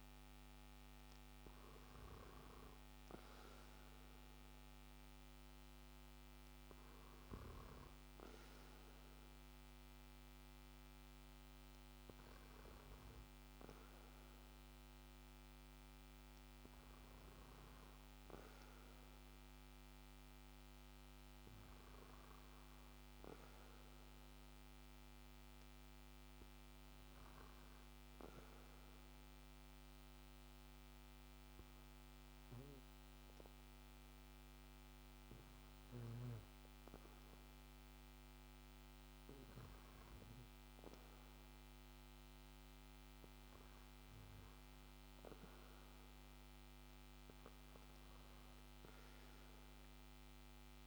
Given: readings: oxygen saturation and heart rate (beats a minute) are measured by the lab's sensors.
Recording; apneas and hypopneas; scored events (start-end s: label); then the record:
breathing in sleep, hard to hear, by a microphone on the trachea; 1
27.50-40.00 s: obstructive apnea (oxygen 95% before, 92% lowest, heart rate 56 before, 50 extreme, up 2 after)
43.00-47.00 s: arousal
From the record:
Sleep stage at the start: N2 (light sleep); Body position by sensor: on the back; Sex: male